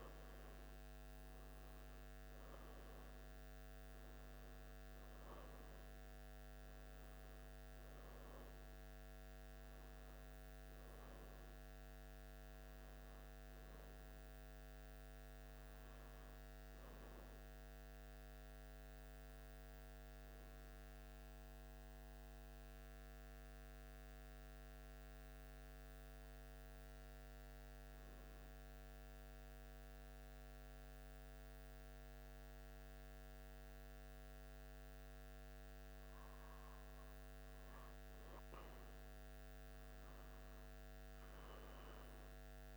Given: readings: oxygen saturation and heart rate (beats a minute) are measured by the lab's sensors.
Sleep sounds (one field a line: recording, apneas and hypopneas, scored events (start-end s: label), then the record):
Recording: breathing in sleep, hard to hear, by a microphone on the trachea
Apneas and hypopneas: 1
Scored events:
20.00-37.00 s: obstructive apnea (oxygen 95% before, 91% lowest, heart rate 78 before, 75 extreme, up 0 after)
28.50-40.50 s: oxygen desaturation (device-marked, oxygen 94% before, 91% lowest, heart rate 78 before, 76 extreme)
38.50-42.50 s: arousal
From the record:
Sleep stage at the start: N1 (lightest sleep)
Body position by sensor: on the back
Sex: male